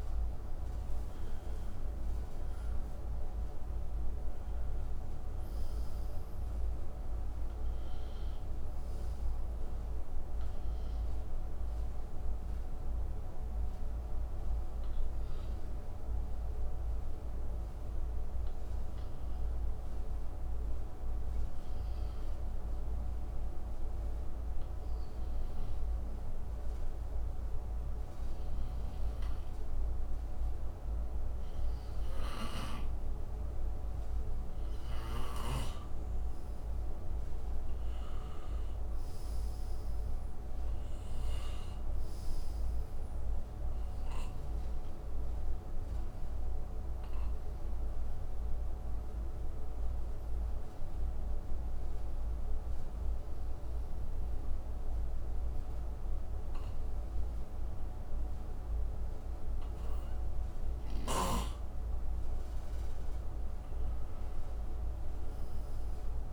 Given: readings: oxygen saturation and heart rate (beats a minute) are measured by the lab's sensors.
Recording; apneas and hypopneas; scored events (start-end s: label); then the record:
breathing in sleep, hard to hear, by a room microphone; 2
5.50-21.50 s: oxygen desaturation (device-marked, oxygen 94% before, 90% lowest, heart rate 69 before, 56 extreme)
13.00-33.50 s: hypopnea (oxygen 96% before, 90% lowest, heart rate 69 before, 58 extreme, up 8 after)
31.50-59.50 s: oxygen desaturation (device-marked, oxygen 97% before, 92% lowest, heart rate 60 before, 58 extreme)
36.50-41.00 s: arousal
47.50-61.50 s: obstructive apnea (oxygen 97% before, 90% lowest, heart rate 66 before, 59 extreme, up 8 after)
63.00-66.33 s: arousal
From the record:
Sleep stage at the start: N2 (light sleep); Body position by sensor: on the right side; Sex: male